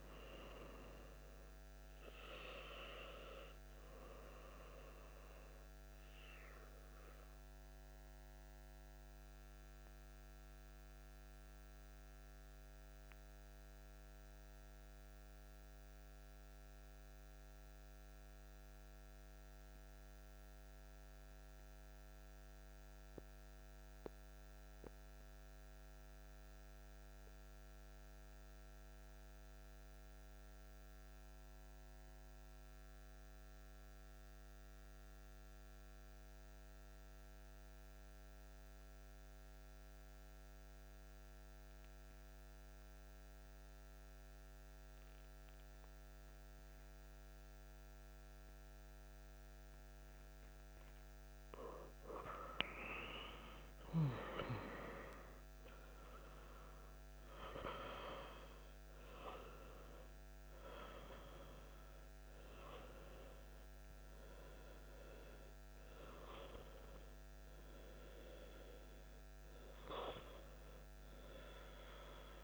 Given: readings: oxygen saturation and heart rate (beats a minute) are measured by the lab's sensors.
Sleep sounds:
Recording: breathing in sleep by a microphone on the trachea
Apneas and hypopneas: 1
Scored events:
0.00-15.50 s: oxygen desaturation (device-marked, oxygen 91% lowest)
8.00-50.50 s: mixed apnea (oxygen 97% before, 89% lowest)
38.50-72.44 s: oxygen desaturation (device-marked, oxygen 96% before, 89% lowest)
51.50-56.00 s: arousal
From the record:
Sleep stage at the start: N2 (light sleep)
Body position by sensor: on the back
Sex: male

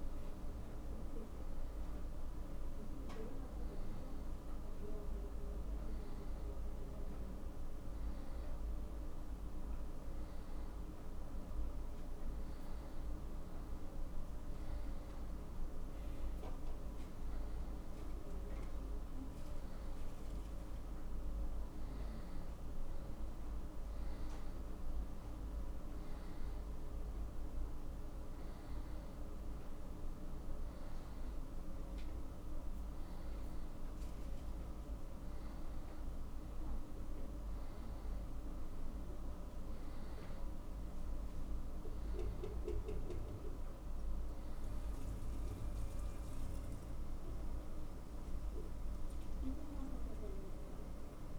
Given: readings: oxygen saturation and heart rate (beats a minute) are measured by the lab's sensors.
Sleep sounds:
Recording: breathing in sleep, hard to hear, by a room microphone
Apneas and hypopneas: none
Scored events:
0.00-3.50 s: arousal
8.00-51.39 s: new sleep stage, N2 (light sleep)
From the record:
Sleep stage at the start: N1 (lightest sleep)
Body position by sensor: on the back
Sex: male

